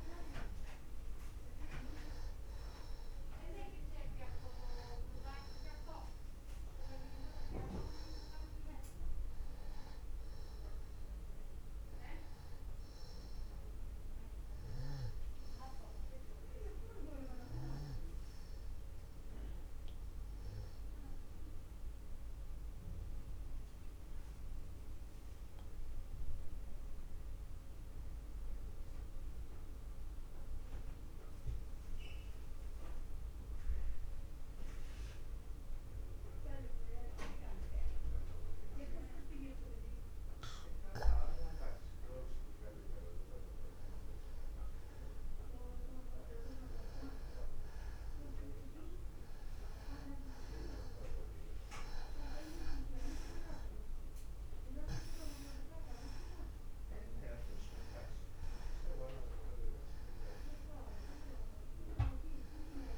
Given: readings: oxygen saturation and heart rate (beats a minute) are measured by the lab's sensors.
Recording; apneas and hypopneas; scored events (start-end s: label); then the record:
breathing in sleep by a room microphone; 1
0.00-28.00 s: oxygen desaturation (device-marked, oxygen 87% lowest)
11.50-15.50 s: arousal
18.50-41.50 s: obstructive apnea (oxygen 95% before, 88% lowest)
52.50-56.50 s: arousal
54.00-62.98 s: oxygen desaturation (device-marked, oxygen 97% before, 88% lowest)
From the record:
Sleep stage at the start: N2 (light sleep); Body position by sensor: on the back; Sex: male